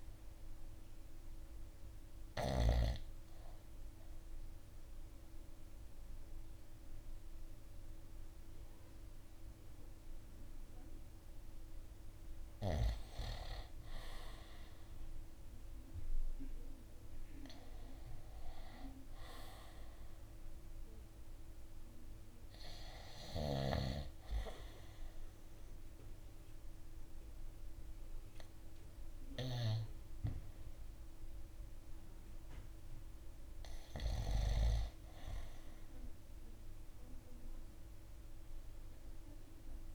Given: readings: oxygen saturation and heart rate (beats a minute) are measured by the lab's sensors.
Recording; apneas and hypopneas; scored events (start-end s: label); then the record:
breathing in sleep by a room microphone; 1
2.50-13.50 s: obstructive apnea (oxygen 96% before, 88% lowest, heart rate 54 before, 54 extreme, up 2 after)
15.00-26.00 s: oxygen desaturation (device-marked, oxygen 94% before, 88% lowest, heart rate 57 before, 53 extreme)
16.50-19.50 s: arousal
22.50-29.00 s: snoring (device-marked)
From the record:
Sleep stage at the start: N2 (light sleep); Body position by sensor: on the right side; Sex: male